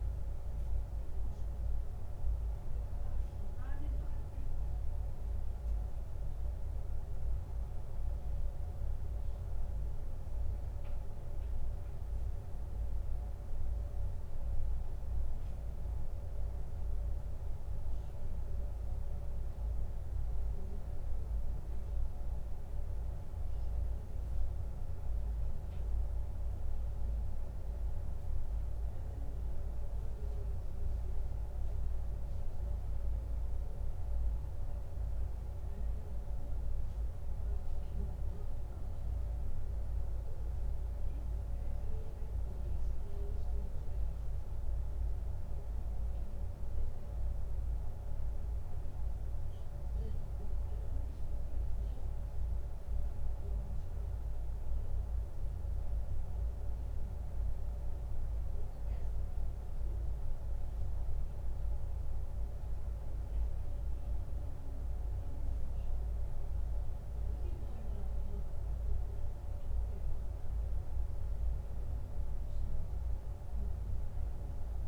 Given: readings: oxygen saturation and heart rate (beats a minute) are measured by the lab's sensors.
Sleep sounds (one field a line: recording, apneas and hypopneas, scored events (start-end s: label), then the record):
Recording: breathing in sleep, hard to hear, by a room microphone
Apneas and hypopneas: none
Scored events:
20.00-74.88 s: new sleep stage, N2 (light sleep)
From the record:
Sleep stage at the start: N1 (lightest sleep)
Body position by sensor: on the back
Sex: male